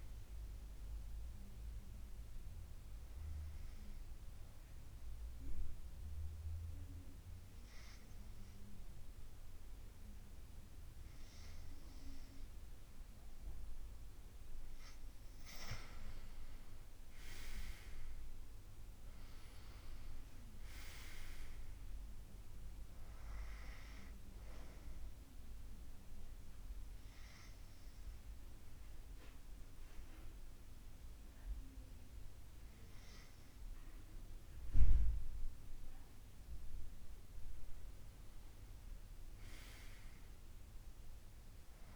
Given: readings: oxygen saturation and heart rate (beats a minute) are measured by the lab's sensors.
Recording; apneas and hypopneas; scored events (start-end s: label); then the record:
breathing in sleep by a room microphone; 2
0.50-12.50 s: hypopnea (oxygen 94% before, 91% lowest, heart rate 75 before, 66 extreme, up 1 after)
16.00-20.50 s: arousal
26.00-36.00 s: obstructive apnea (oxygen 95% before, 92% lowest, heart rate 74 before, 68 extreme, up 7 after)
38.50-41.95 s: arousal
From the record:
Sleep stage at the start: N2 (light sleep); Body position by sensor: on the back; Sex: male